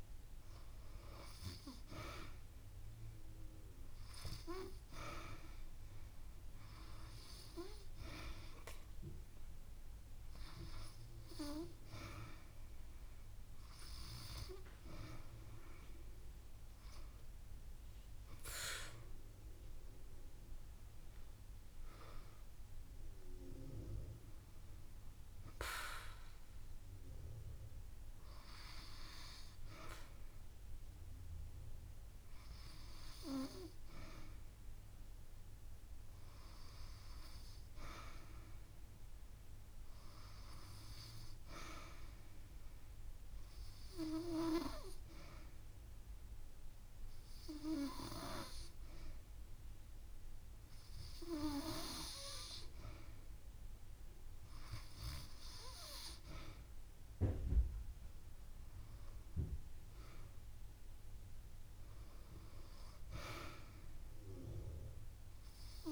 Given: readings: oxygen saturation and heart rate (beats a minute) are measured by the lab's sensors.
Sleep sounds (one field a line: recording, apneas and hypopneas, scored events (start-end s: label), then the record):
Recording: breathing in sleep by a room microphone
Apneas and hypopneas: 1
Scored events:
14.50-16.50 s: long interval between heartbeats (device-marked)
43.00-54.00 s: hypopnea (oxygen 96% before, 94% lowest)
59.00-63.50 s: arousal
From the record:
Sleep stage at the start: N2 (light sleep)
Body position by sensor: on the back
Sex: female